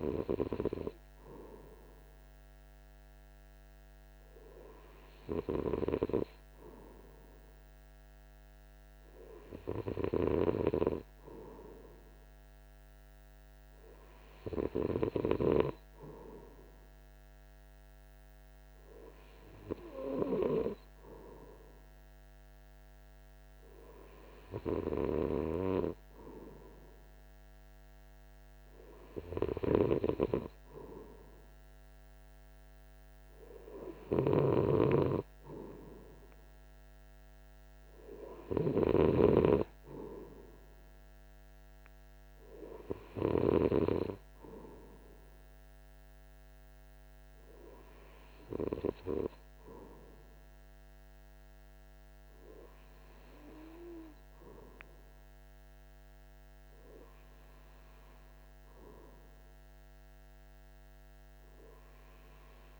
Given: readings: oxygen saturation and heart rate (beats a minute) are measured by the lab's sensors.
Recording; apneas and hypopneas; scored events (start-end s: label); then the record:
breathing in sleep by a microphone on the trachea; none
none scored
From the record:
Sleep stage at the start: N2 (light sleep); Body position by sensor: on the right side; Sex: male